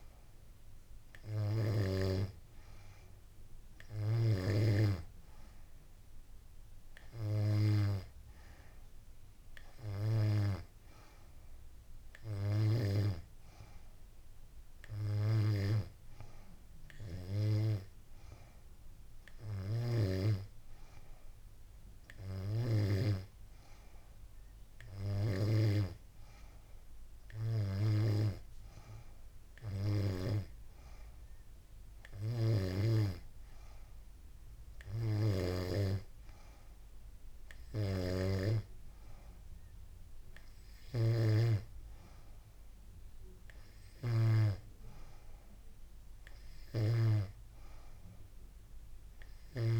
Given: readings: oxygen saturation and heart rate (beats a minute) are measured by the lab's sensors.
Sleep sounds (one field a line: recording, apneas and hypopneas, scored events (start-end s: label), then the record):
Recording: breathing in sleep by a room microphone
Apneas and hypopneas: none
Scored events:
none scored
From the record:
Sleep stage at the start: N3 (deep sleep)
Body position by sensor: on the back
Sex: female